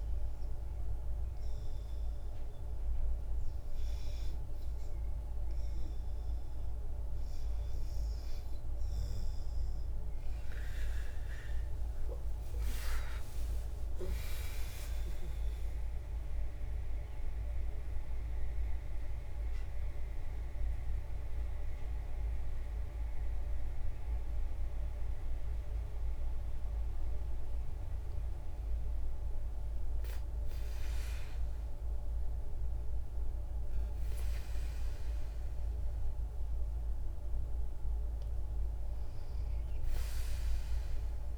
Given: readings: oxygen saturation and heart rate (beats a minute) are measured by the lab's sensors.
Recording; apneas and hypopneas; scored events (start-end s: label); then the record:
breathing in sleep, hard to hear, by a room microphone; 1
0.00-6.00 s: oxygen desaturation (device-marked, oxygen 84% lowest, heart rate 67 extreme)
9.00-13.00 s: arousal
13.00-34.00 s: oxygen desaturation (device-marked, oxygen 87% before, 83% lowest, heart rate 70 before, 62 extreme)
15.50-27.50 s: central apnea (oxygen 91% before, 83% lowest, heart rate 70 before, 64 extreme, up 0 after)
31.50-37.00 s: arousal
From the record:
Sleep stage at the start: REM sleep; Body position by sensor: on the back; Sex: female